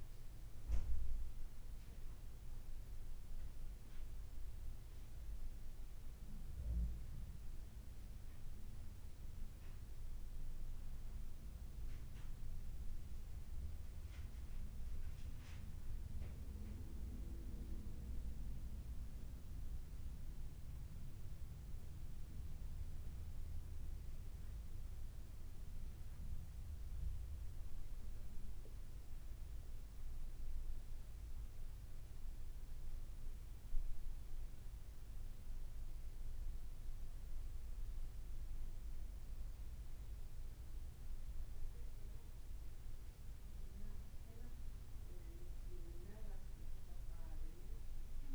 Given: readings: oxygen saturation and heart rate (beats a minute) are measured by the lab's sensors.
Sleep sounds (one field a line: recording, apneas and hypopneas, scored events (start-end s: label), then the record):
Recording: breathing in sleep by a room microphone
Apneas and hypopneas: none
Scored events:
45.50-48.35 s: arousal
45.50-48.35 s: new sleep stage, N2 (light sleep)
From the record:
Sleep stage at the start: N1 (lightest sleep)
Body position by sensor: on the back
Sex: male